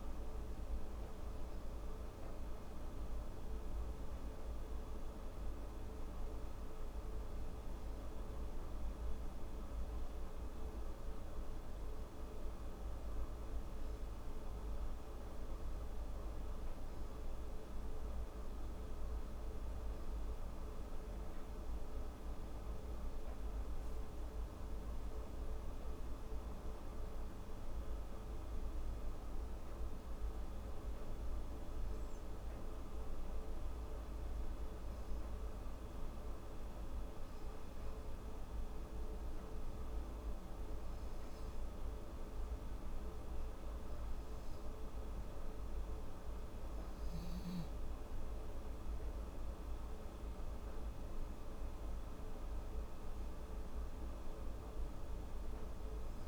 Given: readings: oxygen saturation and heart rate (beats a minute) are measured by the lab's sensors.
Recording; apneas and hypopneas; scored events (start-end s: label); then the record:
breathing in sleep, hard to hear, by a room microphone; 1
30.50-45.00 s: hypopnea (oxygen 95% before, 93% lowest, heart rate 80 before, 77 extreme, up 5 after)
47.00-50.50 s: arousal
From the record:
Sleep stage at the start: N2 (light sleep); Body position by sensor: on the left side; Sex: female